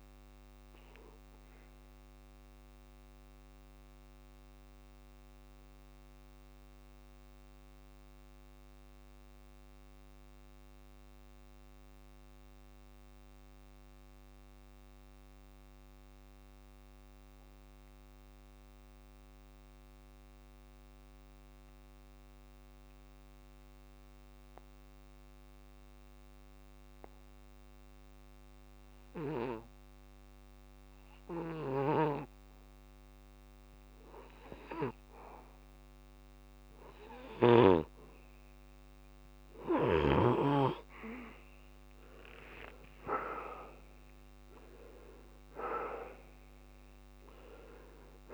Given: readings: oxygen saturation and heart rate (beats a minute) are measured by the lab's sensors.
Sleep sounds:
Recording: breathing in sleep by a microphone on the trachea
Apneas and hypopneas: 1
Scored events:
0.00-21.00 s: oxygen desaturation (device-marked, oxygen 86% lowest, heart rate 62 extreme)
1.50-37.00 s: mixed apnea (oxygen 98% before, 84% lowest, heart rate 83 before, 46 extreme)
34.00-48.33 s: oxygen desaturation (device-marked, oxygen 99% before, 84% lowest)
42.00-46.50 s: arousal
From the record:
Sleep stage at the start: N2 (light sleep)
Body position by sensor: on the back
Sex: male

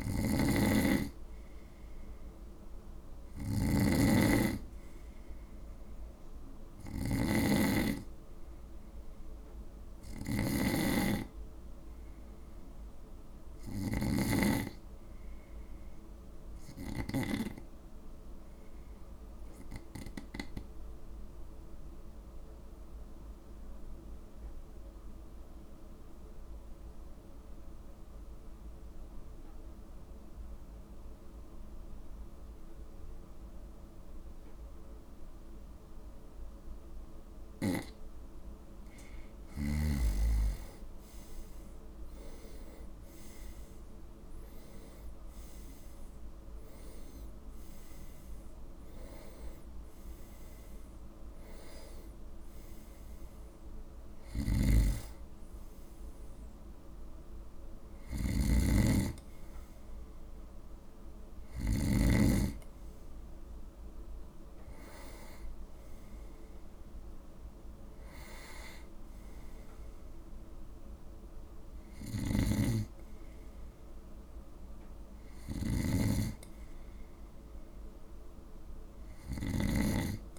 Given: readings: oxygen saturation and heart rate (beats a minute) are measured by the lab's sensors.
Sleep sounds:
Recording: breathing in sleep by a room microphone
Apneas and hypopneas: 1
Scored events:
0.00-17.00 s: snoring (device-marked)
20.00-37.00 s: obstructive apnea (oxygen 96% before, 86% lowest, heart rate 59 before, 54 extreme, up 10 after)
40.50-45.00 s: arousal
42.50-80.39 s: oxygen desaturation (device-marked, oxygen 95% before, 86% lowest, heart rate 56 before, 53 extreme)
54.00-62.00 s: snoring (device-marked)
72.00-80.39 s: snoring (device-marked)
From the record:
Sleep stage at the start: N2 (light sleep)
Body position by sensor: on the right side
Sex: male

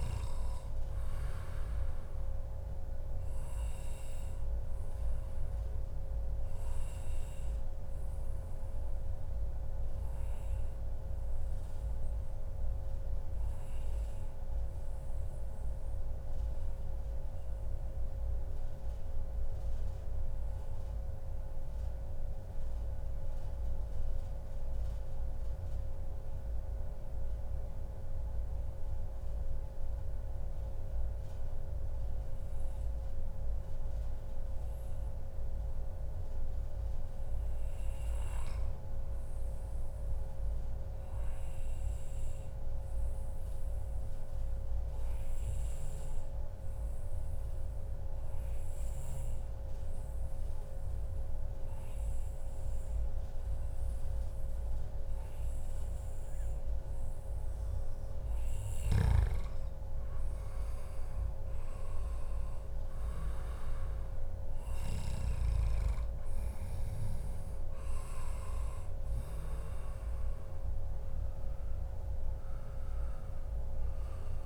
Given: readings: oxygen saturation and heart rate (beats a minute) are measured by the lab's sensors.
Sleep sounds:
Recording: breathing in sleep, hard to hear, by a room microphone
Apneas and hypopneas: 2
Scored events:
0.00-6.00 s: oxygen desaturation (device-marked, oxygen 93% lowest, heart rate 103 extreme)
6.00-32.50 s: obstructive apnea (oxygen 97% before, 93% lowest, heart rate 132 before, 94 extreme)
34.00-37.00 s: arousal
42.00-44.00 s: long interval between heartbeats (device-marked, heart rate 142 before, 136 extreme)
44.00-57.50 s: obstructive apnea (oxygen 98% before, 93% lowest, heart rate 142 before, 106 extreme, up 37 after)
59.50-62.50 s: arousal
68.00-74.46 s: oxygen desaturation (device-marked, oxygen 97% before, 93% lowest, heart rate 136 before, 106 extreme)
From the record:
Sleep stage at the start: N2 (light sleep)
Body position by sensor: on the back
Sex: male

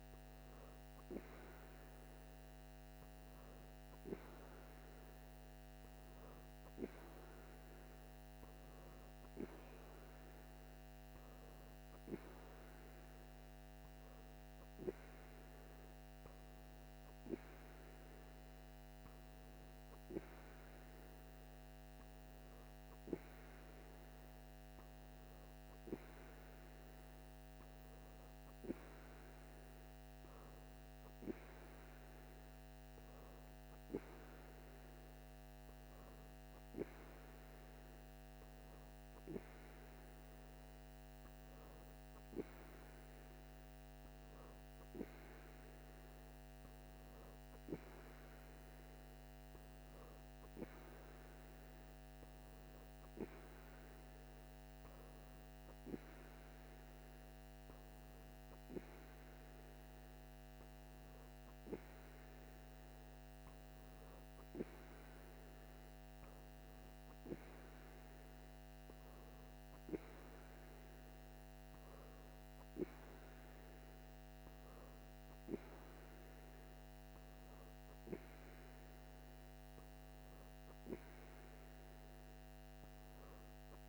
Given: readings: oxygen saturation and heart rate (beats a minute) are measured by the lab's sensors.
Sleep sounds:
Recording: breathing in sleep by a microphone on the trachea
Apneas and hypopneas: none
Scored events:
none scored
From the record:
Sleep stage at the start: N2 (light sleep)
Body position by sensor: on the right side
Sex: female

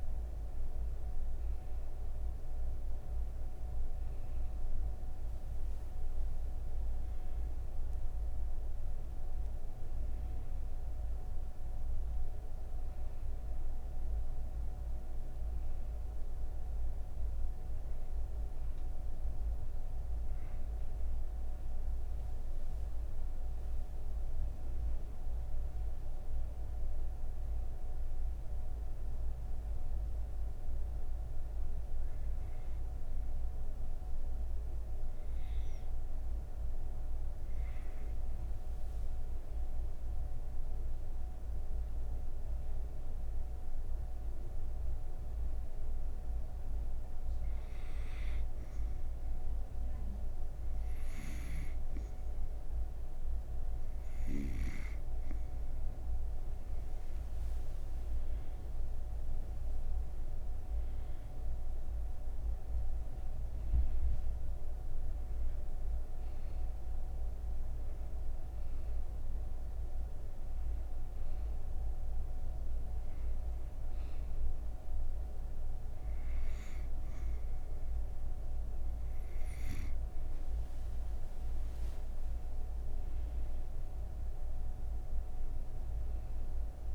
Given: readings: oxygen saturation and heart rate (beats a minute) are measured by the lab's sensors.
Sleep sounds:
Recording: breathing in sleep, hard to hear, by a room microphone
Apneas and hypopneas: 1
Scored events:
27.50-38.00 s: hypopnea (oxygen 96% before, 93% lowest, heart rate 63 before, 44 extreme, up 3 after)
From the record:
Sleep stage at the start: N1 (lightest sleep)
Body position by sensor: on the right side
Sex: female

